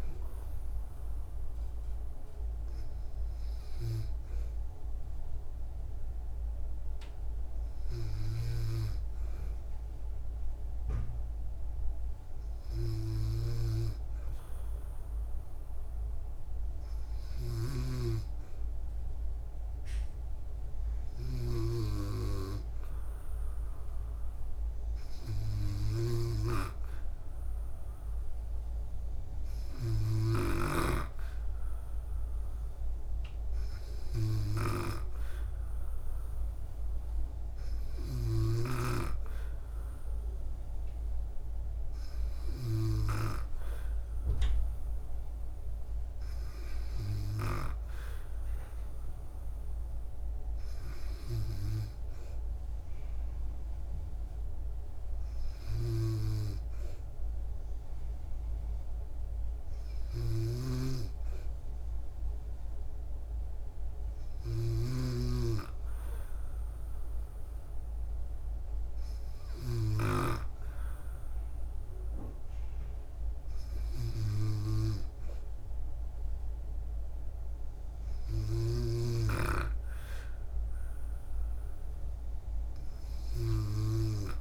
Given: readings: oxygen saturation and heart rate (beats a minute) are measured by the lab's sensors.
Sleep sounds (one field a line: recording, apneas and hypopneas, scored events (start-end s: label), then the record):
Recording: breathing in sleep by a room microphone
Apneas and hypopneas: none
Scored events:
17.50-30.50 s: snoring (device-marked)
60.00-70.00 s: snoring (device-marked)
From the record:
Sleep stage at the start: N2 (light sleep)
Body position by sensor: on the back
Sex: female